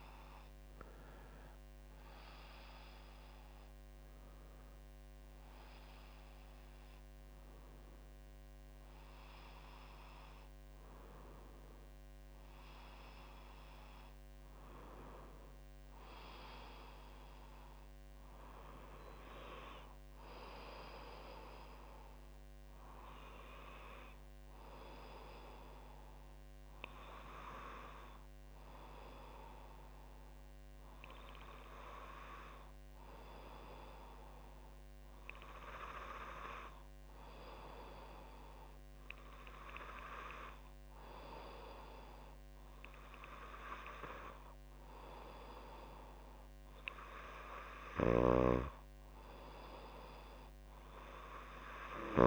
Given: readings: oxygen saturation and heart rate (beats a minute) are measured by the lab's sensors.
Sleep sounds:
breathing in sleep by a microphone on the trachea; none
0.00-2.50 s: arousal
From the record:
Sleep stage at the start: N2 (light sleep); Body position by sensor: on the back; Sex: female

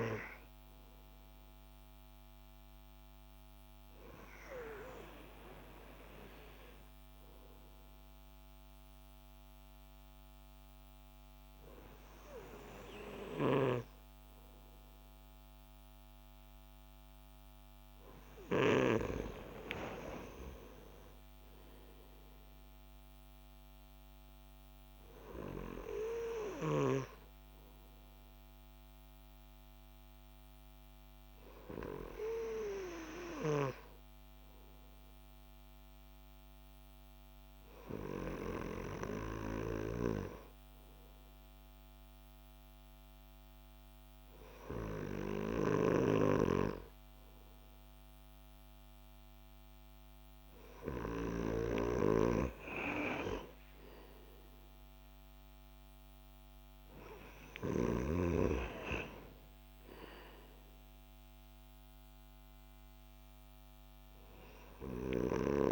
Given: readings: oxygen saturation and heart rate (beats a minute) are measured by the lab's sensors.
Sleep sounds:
breathing in sleep by a microphone on the trachea; none
none scored
From the record:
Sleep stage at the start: N2 (light sleep); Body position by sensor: on the left side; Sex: male

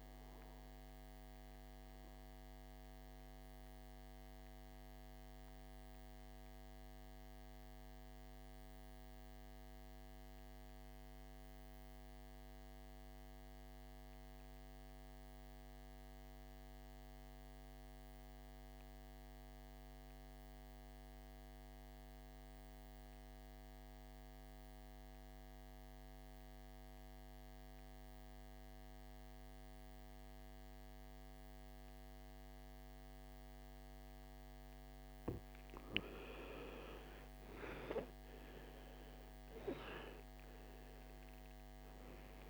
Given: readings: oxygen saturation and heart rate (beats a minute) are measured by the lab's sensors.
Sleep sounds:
breathing in sleep by a microphone on the trachea; 1
0.00-16.00 s: oxygen desaturation (device-marked, oxygen 85% lowest, heart rate 54 extreme)
5.00-34.50 s: mixed apnea (oxygen 98% before, 80% lowest, heart rate 63 before, 53 extreme, up 17 after)
28.00-42.50 s: oxygen desaturation (device-marked, oxygen 98% before, 80% lowest, heart rate 55 before, 53 extreme)
36.00-41.50 s: arousal
From the record:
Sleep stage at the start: N2 (light sleep); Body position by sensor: on the back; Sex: male

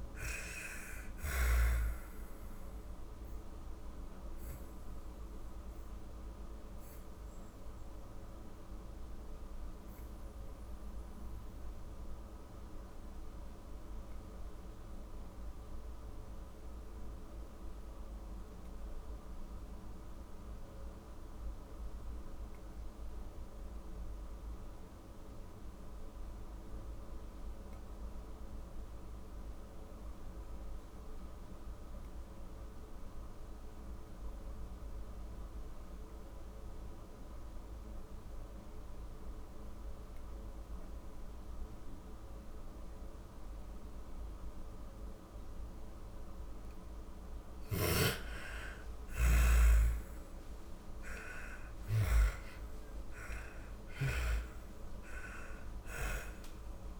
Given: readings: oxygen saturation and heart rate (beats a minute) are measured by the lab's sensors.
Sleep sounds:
breathing in sleep by a room microphone; 1
0.00-22.50 s: oxygen desaturation (device-marked, oxygen 86% lowest, heart rate 38 extreme)
5.00-42.50 s: obstructive apnea (oxygen 98% before, 81% lowest, heart rate 63 before, 38 extreme)
33.50-57.00 s: oxygen desaturation (device-marked, oxygen 99% before, 86% lowest, heart rate 48 before, 38 extreme)
44.50-49.50 s: arousal
46.00-50.50 s: snoring (device-marked)
From the record:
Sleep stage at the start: N2 (light sleep); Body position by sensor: on the back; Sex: female

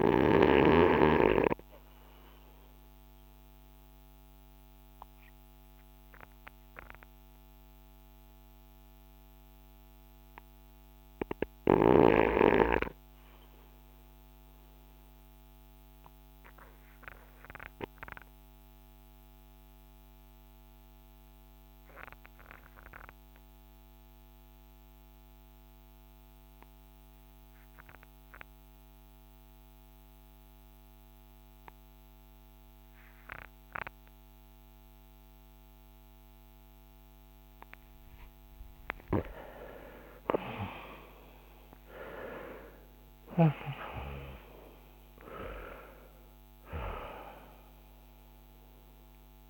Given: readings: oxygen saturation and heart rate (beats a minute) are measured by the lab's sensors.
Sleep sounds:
breathing in sleep by a microphone on the trachea; 1
0.00-23.50 s: oxygen desaturation (device-marked, oxygen 77% lowest, heart rate 46 extreme)
3.50-38.50 s: obstructive apnea (oxygen 97% before, 70% lowest, heart rate 53 before, 46 extreme, up 28 after)
39.00-44.00 s: arousal
39.50-49.50 s: oxygen desaturation (device-marked, oxygen 89% before, 70% lowest, heart rate 51 before, 46 extreme)
From the record:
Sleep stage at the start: REM sleep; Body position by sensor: on the front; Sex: male

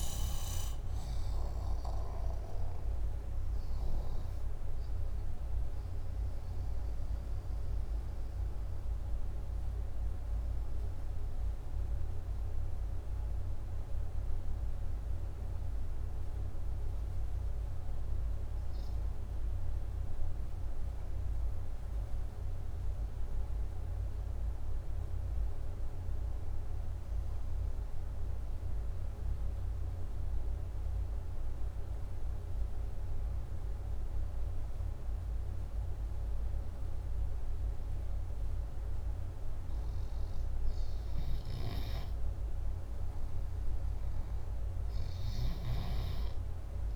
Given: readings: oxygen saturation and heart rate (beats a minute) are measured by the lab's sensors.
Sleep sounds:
breathing in sleep, hard to hear, by a room microphone; 1
8.00-39.00 s: mixed apnea (oxygen 98% before, 93% lowest, heart rate 63 before, 57 extreme, up 3 after)
15.50-24.50 s: oxygen desaturation (device-marked, oxygen 96% before, 93% lowest, heart rate 60 before, 57 extreme)
41.00-45.50 s: arousal
From the record:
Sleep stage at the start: N2 (light sleep); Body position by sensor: upright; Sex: male

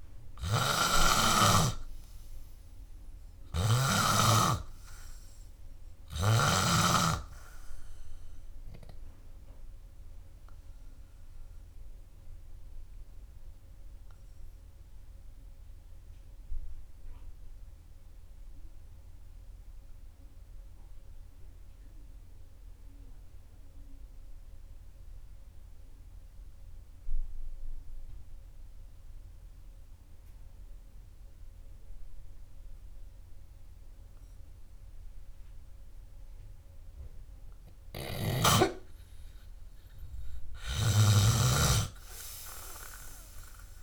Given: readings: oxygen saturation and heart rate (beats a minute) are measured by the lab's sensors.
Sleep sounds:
breathing in sleep by a room microphone; 1
0.00-4.50 s: snoring (device-marked)
12.00-37.00 s: obstructive apnea (oxygen 100% before, 90% lowest, heart rate 62 before, 58 extreme, up 6 after)
24.00-43.83 s: oxygen desaturation (device-marked, oxygen 98% before, 90% lowest, heart rate 68 before, 58 extreme)
38.00-41.50 s: arousal
38.50-43.83 s: snoring (device-marked)
From the record:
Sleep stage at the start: N2 (light sleep); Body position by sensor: on the back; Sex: male

